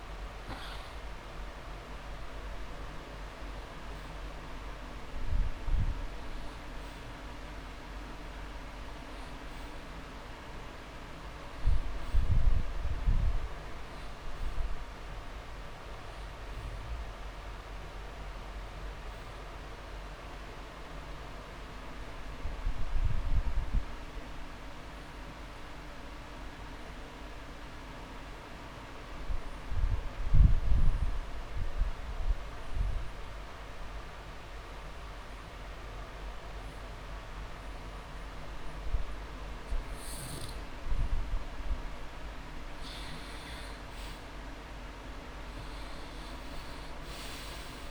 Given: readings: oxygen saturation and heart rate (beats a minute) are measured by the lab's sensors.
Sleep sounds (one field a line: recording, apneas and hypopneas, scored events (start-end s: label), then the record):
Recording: breathing in sleep, hard to hear, by a room microphone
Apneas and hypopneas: 1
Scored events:
3.00-5.00 s: long interval between heartbeats (device-marked)
11.00-13.00 s: long interval between heartbeats (device-marked)
19.50-22.50 s: arousal
26.50-41.00 s: obstructive apnea (oxygen 97% before, 90% lowest)
32.00-34.00 s: long interval between heartbeats (device-marked)
38.50-40.50 s: long interval between heartbeats (device-marked)
45.00-47.91 s: arousal
From the record:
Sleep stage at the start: N2 (light sleep)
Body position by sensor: on the back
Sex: male